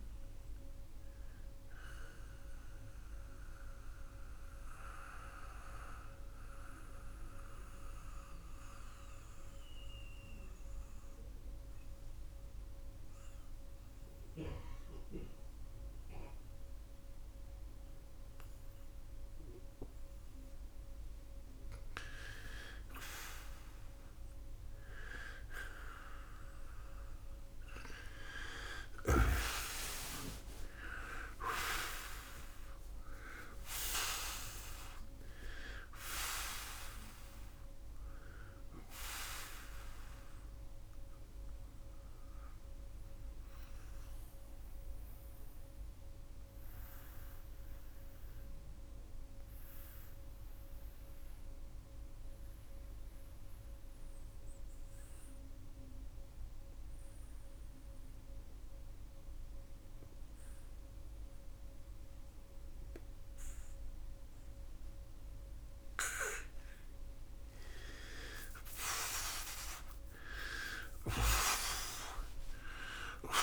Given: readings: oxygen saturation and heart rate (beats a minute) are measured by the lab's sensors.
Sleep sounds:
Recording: breathing in sleep by a room microphone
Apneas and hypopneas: 2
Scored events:
1.50-26.50 s: oxygen desaturation (device-marked, oxygen 93% before, 82% lowest, heart rate 87 before, 58 extreme)
4.50-21.50 s: central apnea (oxygen 94% before, 82% lowest, heart rate 81 before, 64 extreme, up 19 after)
9.50-69.50 s: new sleep stage, N2 (light sleep)
29.50-34.00 s: arousal
38.50-71.50 s: oxygen desaturation (device-marked, oxygen 96% before, 87% lowest, heart rate 92 before, 58 extreme)
41.00-67.00 s: mixed apnea (oxygen 96% before, 85% lowest, heart rate 93 before, 58 extreme, up 48 after)
69.50-73.43 s: new sleep stage, N1 (lightest sleep)
70.50-73.43 s: arousal
From the record:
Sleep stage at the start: N1 (lightest sleep)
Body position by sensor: on the right side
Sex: male

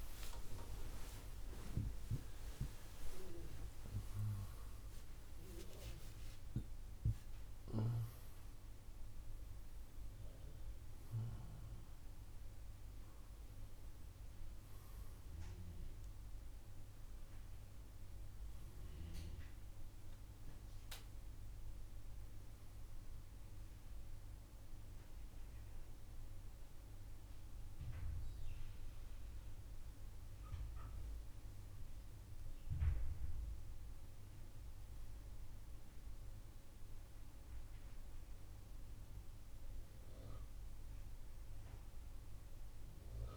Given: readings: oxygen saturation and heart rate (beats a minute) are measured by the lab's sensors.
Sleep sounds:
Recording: a person awake in a sleep study, by a room microphone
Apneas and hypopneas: none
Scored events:
26.50-43.37 s: new sleep stage, N1 (lightest sleep)
From the record:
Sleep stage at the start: awake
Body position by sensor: on the right side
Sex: male

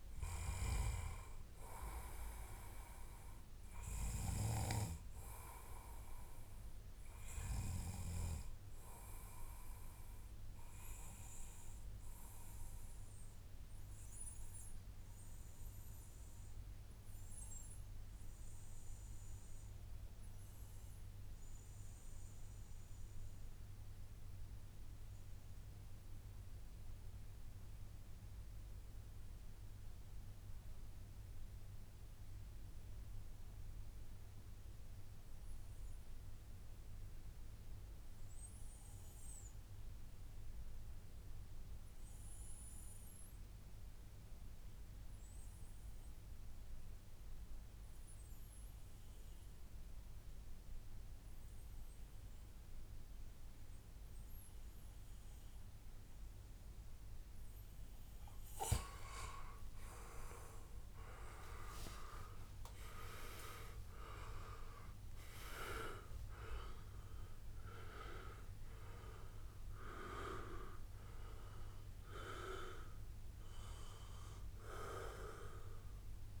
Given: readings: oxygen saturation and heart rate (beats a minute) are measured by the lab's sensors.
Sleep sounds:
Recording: breathing in sleep by a room microphone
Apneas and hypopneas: 1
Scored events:
0.00-9.50 s: oxygen desaturation (device-marked, oxygen 89% lowest, heart rate 97 extreme)
13.00-56.00 s: obstructive apnea (oxygen 96% before, 87% lowest, heart rate 131 before, 83 extreme, up 29 after)
46.00-48.00 s: long interval between heartbeats (device-marked, heart rate 122 before, 106 extreme)
54.50-76.40 s: oxygen desaturation (device-marked, oxygen 97% before, 87% lowest, heart rate 107 before, 107 extreme)
56.00-58.00 s: long interval between heartbeats (device-marked, heart rate 106 before, 83 extreme)
58.50-63.50 s: arousal
From the record:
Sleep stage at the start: REM sleep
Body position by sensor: on the back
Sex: male

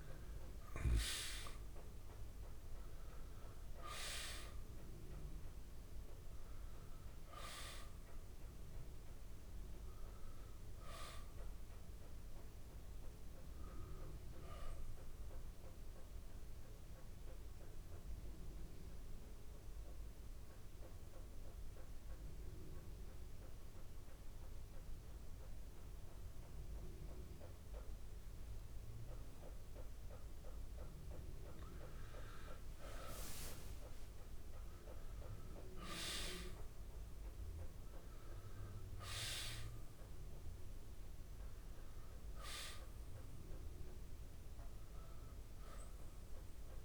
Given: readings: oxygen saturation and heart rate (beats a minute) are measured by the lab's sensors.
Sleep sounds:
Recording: breathing in sleep by a room microphone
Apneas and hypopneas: 1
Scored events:
0.00-22.50 s: oxygen desaturation (device-marked, oxygen 89% lowest, heart rate 68 extreme)
17.50-30.00 s: mixed apnea (oxygen 98% before, 90% lowest, heart rate 86 before, 68 extreme, up 12 after)
33.00-37.00 s: arousal
37.50-46.85 s: oxygen desaturation (device-marked, oxygen 96% before, 90% lowest, heart rate 71 before, 68 extreme)
From the record:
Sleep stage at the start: N2 (light sleep)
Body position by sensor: on the back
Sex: male

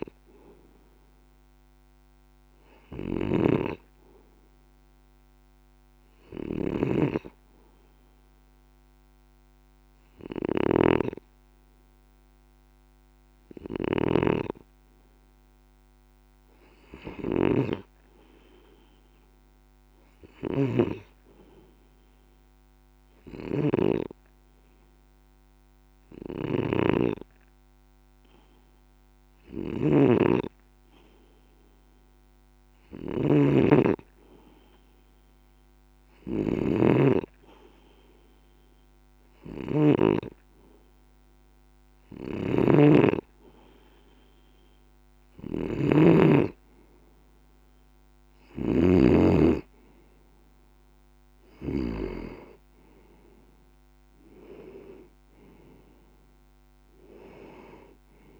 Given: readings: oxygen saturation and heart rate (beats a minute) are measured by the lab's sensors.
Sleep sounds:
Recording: breathing in sleep by a microphone on the trachea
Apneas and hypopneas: 1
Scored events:
0.00-51.50 s: snoring (device-marked)
10.00-30.50 s: hypopnea (oxygen 97% before, 94% lowest)
33.50-37.00 s: arousal
From the record:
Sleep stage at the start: N2 (light sleep)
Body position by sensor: on the left side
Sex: male

